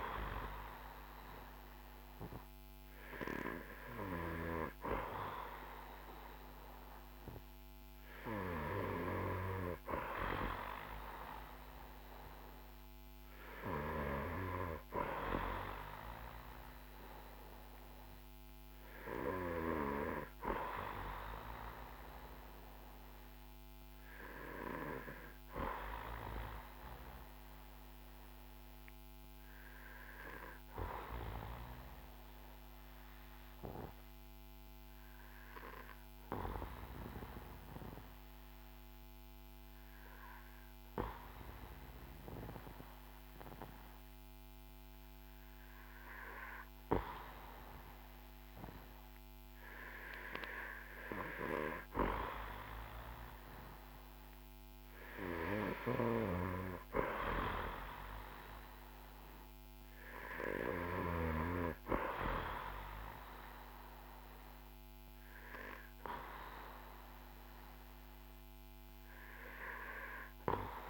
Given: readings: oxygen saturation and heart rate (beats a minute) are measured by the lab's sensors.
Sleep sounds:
breathing in sleep by a microphone on the trachea; 1
0.00-1.00 s: arousal
27.50-49.50 s: obstructive apnea (oxygen 95% before, 92% lowest, heart rate 60 before, 54 extreme, up 9 after)
52.00-56.50 s: arousal
From the record:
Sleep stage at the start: N2 (light sleep); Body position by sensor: on the back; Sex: male

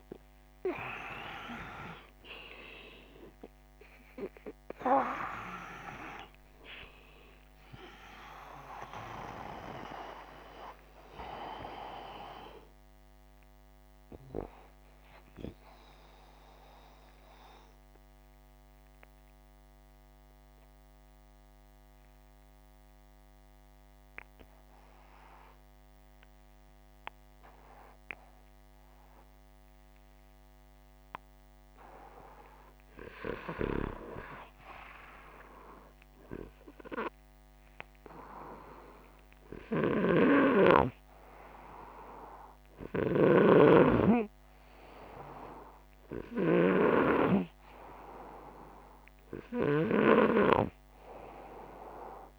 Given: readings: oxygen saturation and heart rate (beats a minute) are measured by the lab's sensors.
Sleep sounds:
breathing in sleep by a microphone on the trachea; 1
0.00-1.50 s: arousal
11.00-32.00 s: mixed apnea (oxygen 91% before, 88% lowest, heart rate 134 before, 54 extreme)
33.50-37.00 s: arousal
From the record:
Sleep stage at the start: N2 (light sleep); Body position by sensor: upright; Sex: male

